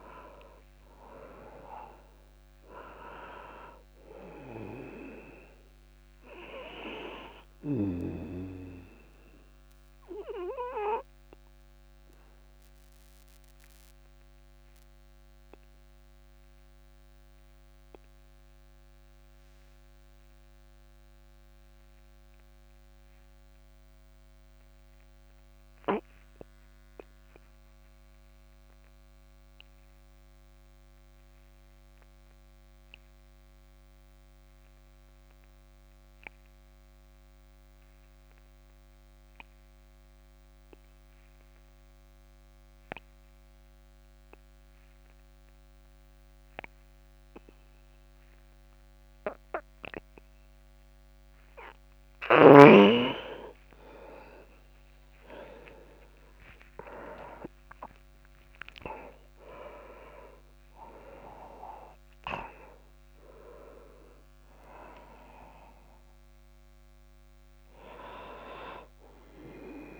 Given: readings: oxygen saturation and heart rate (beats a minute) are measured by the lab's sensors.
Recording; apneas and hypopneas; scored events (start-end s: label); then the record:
breathing in sleep by a microphone on the trachea; 1
0.00-27.00 s: oxygen desaturation (device-marked, oxygen 90% lowest, heart rate 27 extreme)
9.00-50.50 s: obstructive apnea (oxygen 98% before, 84% lowest)
44.00-70.00 s: oxygen desaturation (device-marked, oxygen 99% before, 84% lowest)
56.00-60.00 s: arousal
From the record:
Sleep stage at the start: N2 (light sleep); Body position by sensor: on the back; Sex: male